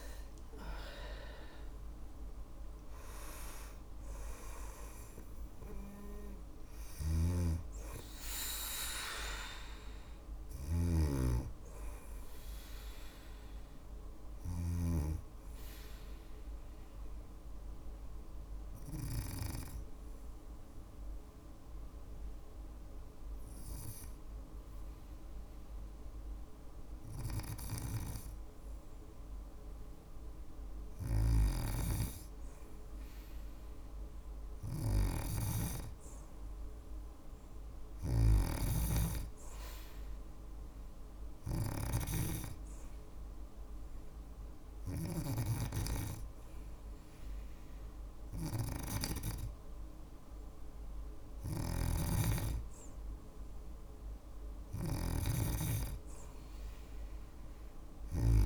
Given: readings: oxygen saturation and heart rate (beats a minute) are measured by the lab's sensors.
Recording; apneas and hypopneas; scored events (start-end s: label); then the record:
breathing in sleep by a room microphone; 2
0.00-23.00 s: oxygen desaturation (device-marked, oxygen 87% lowest, heart rate 54 extreme)
6.00-14.00 s: snoring (device-marked)
15.50-27.50 s: obstructive apnea (oxygen 98% before, 87% lowest, heart rate 58 before, 54 extreme, up 1 after)
30.00-44.50 s: snoring (device-marked)
31.00-35.50 s: arousal
39.50-50.00 s: hypopnea (oxygen 99% before, 93% lowest, heart rate 55 before, 56 extreme, up 1 after)
50.50-58.46 s: snoring (device-marked)
53.00-56.50 s: arousal
From the record:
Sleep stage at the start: N2 (light sleep); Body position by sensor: on the back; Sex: female